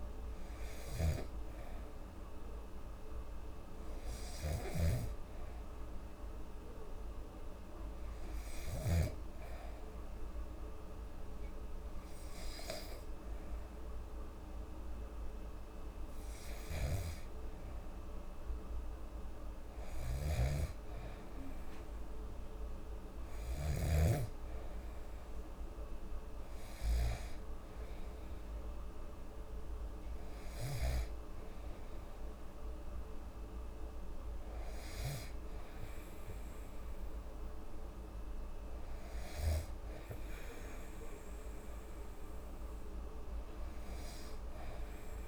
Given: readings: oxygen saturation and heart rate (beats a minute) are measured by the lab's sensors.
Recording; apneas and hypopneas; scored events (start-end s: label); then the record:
breathing in sleep by a room microphone; 1
0.00-1.50 s: arousal
4.00-8.50 s: snoring (device-marked)
4.50-15.50 s: hypopnea (oxygen 98% before, 91% lowest, heart rate 67 before, 69 extreme, up 7 after)
18.00-21.50 s: arousal
19.50-23.50 s: snoring (device-marked)
From the record:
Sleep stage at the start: N2 (light sleep); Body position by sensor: on the back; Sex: female